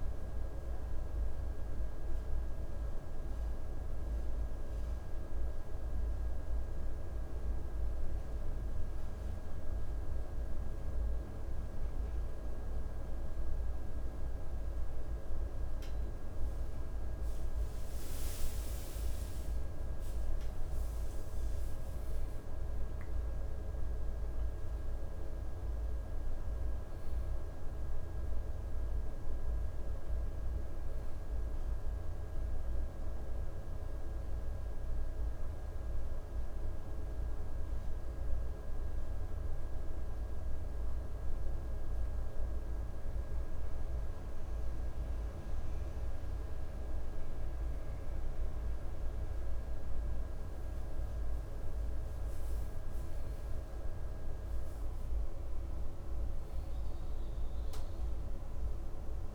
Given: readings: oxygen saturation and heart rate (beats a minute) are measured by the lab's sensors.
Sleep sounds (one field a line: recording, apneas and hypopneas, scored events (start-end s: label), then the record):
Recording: breathing in sleep, hard to hear, by a room microphone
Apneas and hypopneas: 2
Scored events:
3.50-14.50 s: hypopnea (oxygen 96% before, 93% lowest, heart rate 69 before, 66 extreme, up 4 after)
19.00-23.00 s: arousal
37.50-49.00 s: hypopnea (oxygen 96% before, 94% lowest, heart rate 70 before, 62 extreme, up 6 after)
51.50-56.50 s: arousal
From the record:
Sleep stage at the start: N2 (light sleep)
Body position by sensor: on the right side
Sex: male